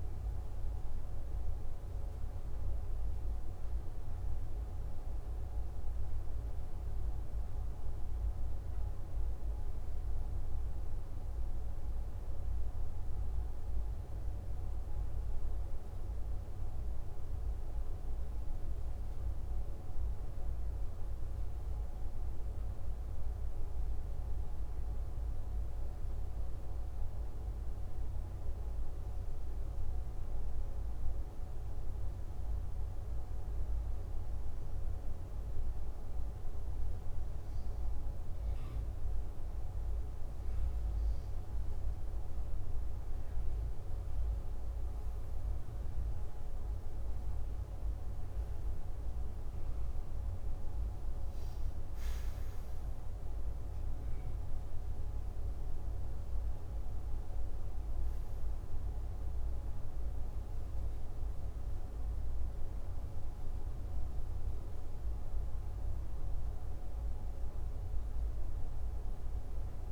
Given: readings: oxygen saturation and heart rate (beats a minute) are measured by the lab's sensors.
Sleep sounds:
breathing in sleep, hard to hear, by a room microphone; 1
18.00-41.50 s: hypopnea (oxygen 97% before, 94% lowest, heart rate 60 before, 59 extreme, up 8 after)
44.50-49.00 s: arousal
From the record:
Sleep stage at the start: N2 (light sleep); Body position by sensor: on the back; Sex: male

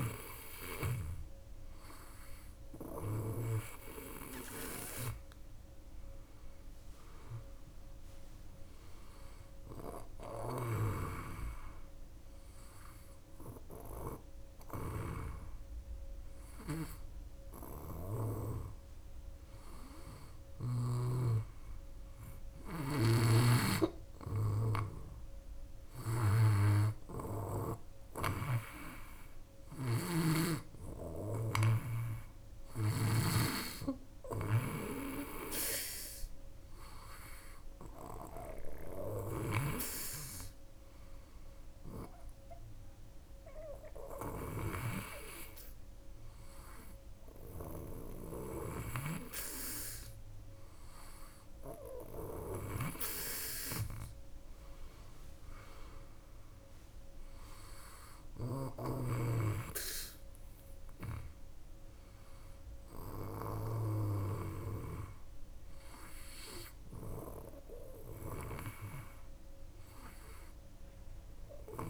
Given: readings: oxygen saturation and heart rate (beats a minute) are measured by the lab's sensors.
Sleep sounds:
breathing in sleep by a room microphone; none
23.00-52.50 s: snoring (device-marked)
68.00-71.90 s: snoring (device-marked)
From the record:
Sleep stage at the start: N2 (light sleep); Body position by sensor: on the back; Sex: female

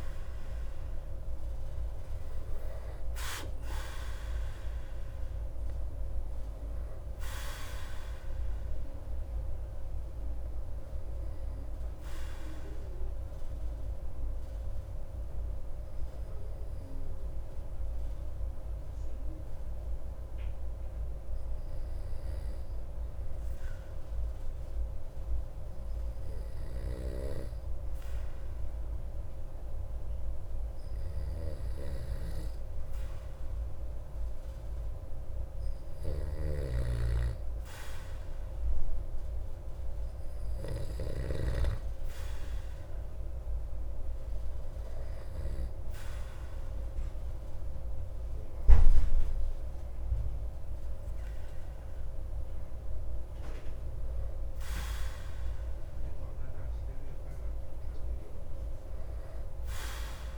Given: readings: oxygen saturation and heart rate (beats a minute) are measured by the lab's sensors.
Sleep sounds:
breathing in sleep by a room microphone; 1
11.00-28.00 s: obstructive apnea (oxygen 96% before, 93% lowest)
30.50-34.50 s: arousal
From the record:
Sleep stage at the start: N2 (light sleep); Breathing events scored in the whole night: 169 in 4.5 hours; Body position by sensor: on the back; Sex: male

